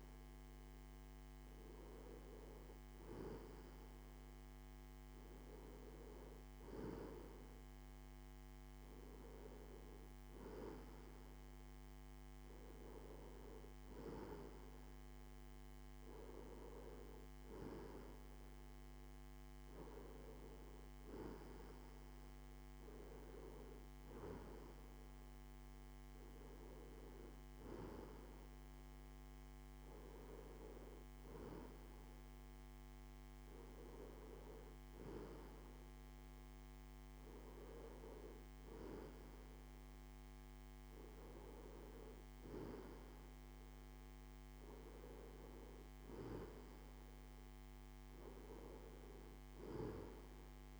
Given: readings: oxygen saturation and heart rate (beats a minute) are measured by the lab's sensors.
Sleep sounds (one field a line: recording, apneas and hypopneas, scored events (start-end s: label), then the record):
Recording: breathing in sleep by a microphone on the trachea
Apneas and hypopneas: none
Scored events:
none scored
From the record:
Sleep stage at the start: N2 (light sleep)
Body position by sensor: on the left side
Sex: male